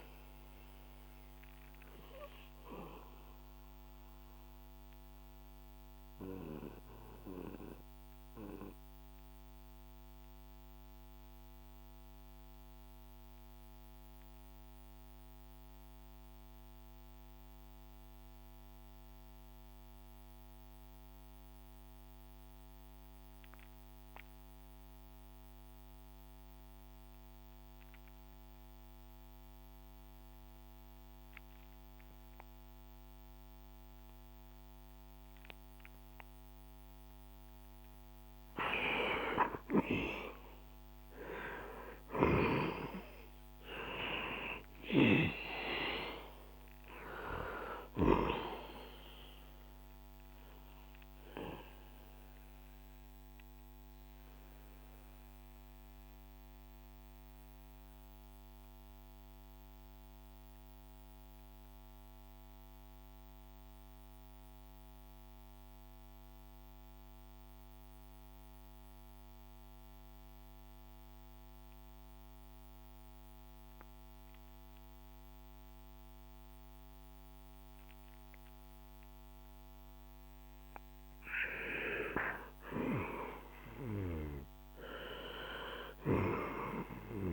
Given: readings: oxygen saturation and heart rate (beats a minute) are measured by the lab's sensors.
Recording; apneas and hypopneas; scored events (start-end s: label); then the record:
breathing in sleep by a microphone on the trachea; 2
0.00-22.50 s: oxygen desaturation (device-marked, oxygen 82% lowest, heart rate 57 extreme)
2.00-38.00 s: mixed apnea (oxygen 97% before, 82% lowest, heart rate 65 before, 57 extreme, up 8 after)
39.00-43.50 s: arousal
42.50-68.50 s: oxygen desaturation (device-marked, oxygen 97% before, 85% lowest, heart rate 67 before, 61 extreme)
50.50-80.50 s: mixed apnea (oxygen 99% before, 85% lowest, heart rate 67 before, 59 extreme, up 5 after)
81.50-85.50 s: arousal
From the record:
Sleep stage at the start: REM sleep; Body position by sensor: on the back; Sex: male